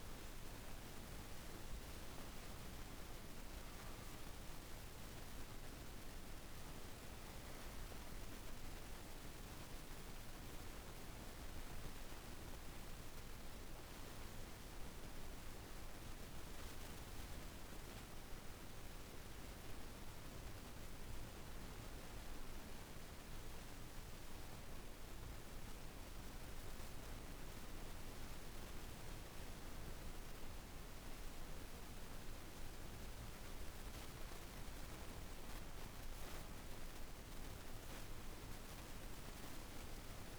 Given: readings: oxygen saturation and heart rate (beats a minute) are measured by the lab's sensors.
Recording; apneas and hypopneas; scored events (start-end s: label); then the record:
breathing in sleep, hard to hear, by a room microphone; 1
1.00-6.50 s: arousal
14.50-33.00 s: obstructive apnea (oxygen 94% before, 82% lowest)
33.00-40.39 s: oxygen desaturation (device-marked, oxygen 97% before, 82% lowest)
36.50-40.39 s: arousal
From the record:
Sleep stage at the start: N2 (light sleep); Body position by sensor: on the right side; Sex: female